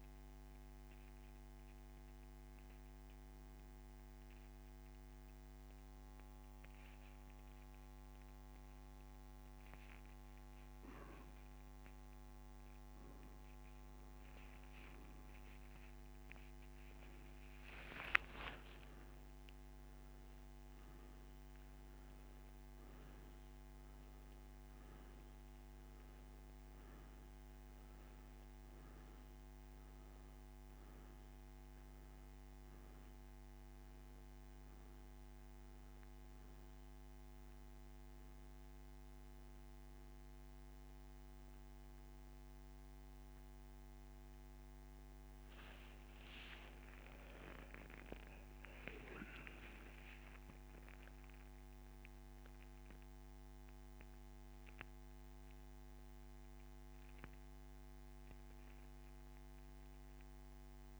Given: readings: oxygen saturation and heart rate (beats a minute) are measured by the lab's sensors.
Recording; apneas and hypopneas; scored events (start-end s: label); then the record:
a person awake in a sleep study, hard to hear, by a microphone on the trachea; none
43.00-60.99 s: oxygen desaturation (device-marked, oxygen 96% before, 90% lowest)
60.00-60.99 s: new sleep stage, N1 (lightest sleep)
From the record:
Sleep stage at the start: awake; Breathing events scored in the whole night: 209 in 3.9 hours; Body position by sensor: on the back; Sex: male